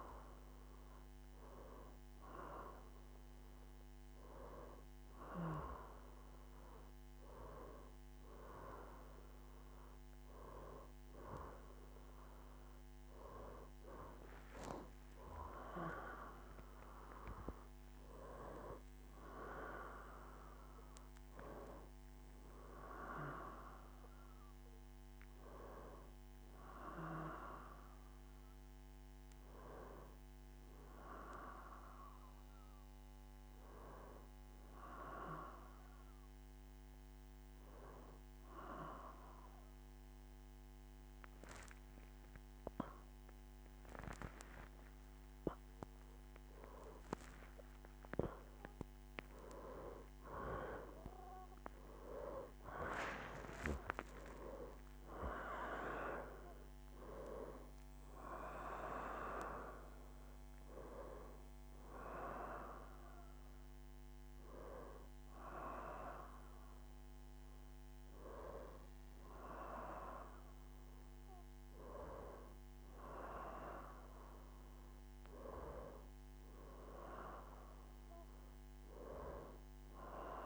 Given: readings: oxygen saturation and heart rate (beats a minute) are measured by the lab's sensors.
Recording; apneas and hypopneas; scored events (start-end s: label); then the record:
breathing in sleep by a microphone on the trachea; none
17.50-80.46 s: new sleep stage, N2 (light sleep)
47.00-49.00 s: long interval between heartbeats (device-marked, heart rate 72 before, 82 extreme)
48.00-52.00 s: arousal
62.50-75.50 s: oxygen desaturation (device-marked, oxygen 95% before, 90% lowest, heart rate 80 before, 71 extreme)
From the record:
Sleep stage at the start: N1 (lightest sleep); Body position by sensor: on the right side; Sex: female